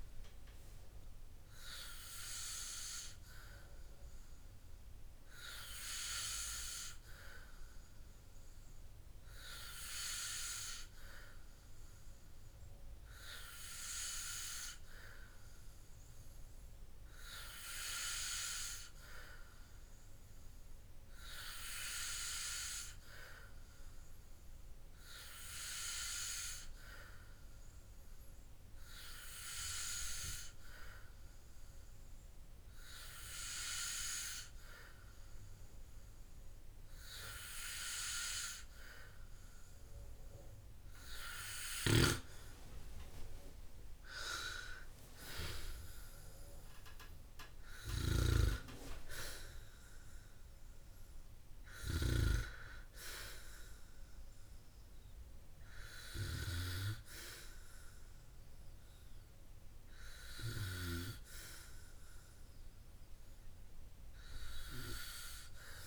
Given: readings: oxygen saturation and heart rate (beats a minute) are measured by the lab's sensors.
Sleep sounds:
breathing in sleep by a room microphone; none
14.50-65.87 s: new sleep stage, N2 (light sleep)
From the record:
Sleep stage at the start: N3 (deep sleep); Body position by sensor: on the back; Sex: male

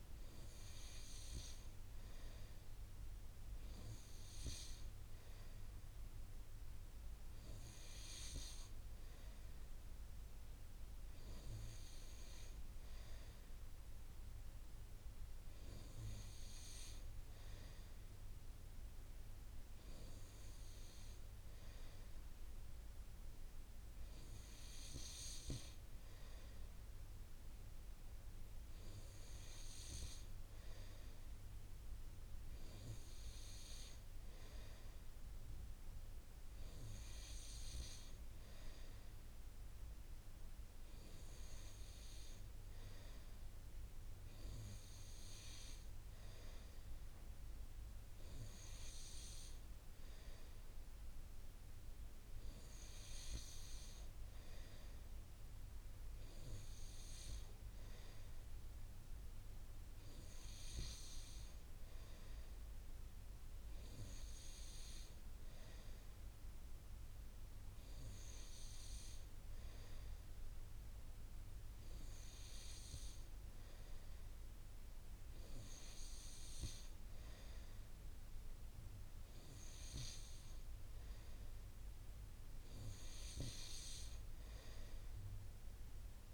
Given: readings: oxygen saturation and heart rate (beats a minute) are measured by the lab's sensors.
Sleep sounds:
breathing in sleep by a room microphone; none
12.00-14.00 s: long interval between heartbeats (device-marked)
28.00-30.00 s: long interval between heartbeats (device-marked)
34.00-36.00 s: long interval between heartbeats (device-marked)
37.00-39.00 s: long interval between heartbeats (device-marked)
52.00-54.00 s: long interval between heartbeats (device-marked)
77.00-79.00 s: long interval between heartbeats (device-marked)
From the record:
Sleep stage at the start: N2 (light sleep); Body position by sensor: on the right side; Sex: male

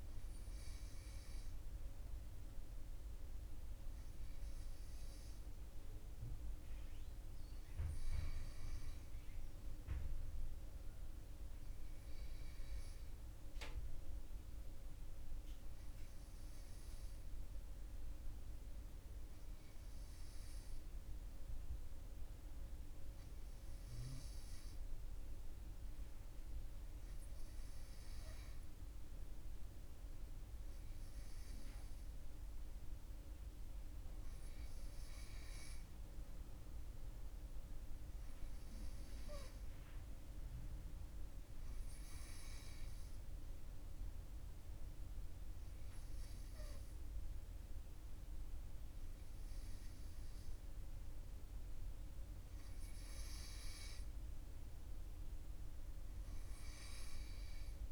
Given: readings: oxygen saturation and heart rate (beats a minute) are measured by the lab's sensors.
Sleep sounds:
breathing in sleep, hard to hear, by a room microphone; none
none scored
From the record:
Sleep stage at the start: N2 (light sleep); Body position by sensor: on the right side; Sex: male

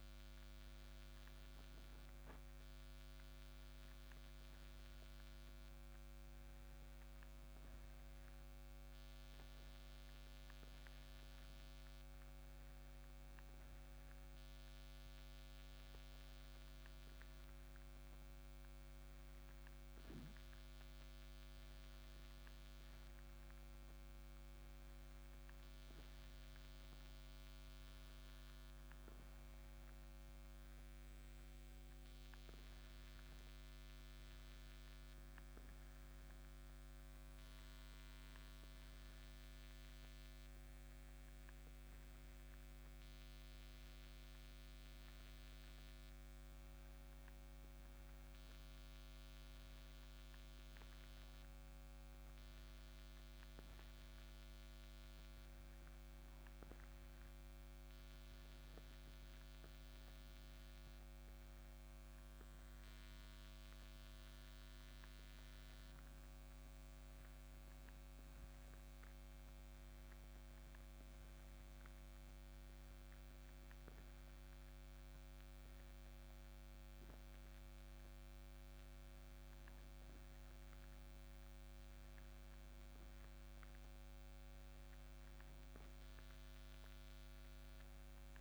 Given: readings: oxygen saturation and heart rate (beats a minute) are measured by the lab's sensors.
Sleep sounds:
a person awake in a sleep study, hard to hear, by a microphone on the trachea; none
none scored
From the record:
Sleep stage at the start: awake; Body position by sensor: on the back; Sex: male

